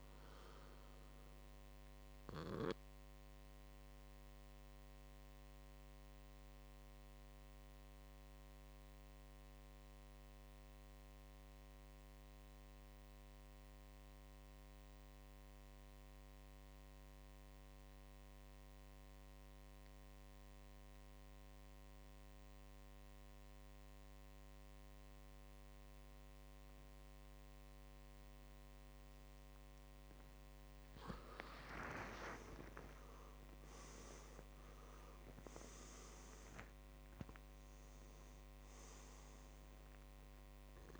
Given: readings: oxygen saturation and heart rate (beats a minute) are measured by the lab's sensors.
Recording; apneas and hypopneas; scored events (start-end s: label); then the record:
breathing in sleep by a microphone on the trachea; 1
0.00-14.00 s: oxygen desaturation (device-marked, oxygen 88% lowest, heart rate 54 extreme)
3.00-29.00 s: obstructive apnea (oxygen 99% before, 88% lowest, heart rate 65 before, 54 extreme, up 4 after)
26.00-41.00 s: oxygen desaturation (device-marked, oxygen 100% before, 90% lowest, heart rate 57 before, 56 extreme)
32.00-37.00 s: arousal
From the record:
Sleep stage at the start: N2 (light sleep); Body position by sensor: on the back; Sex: male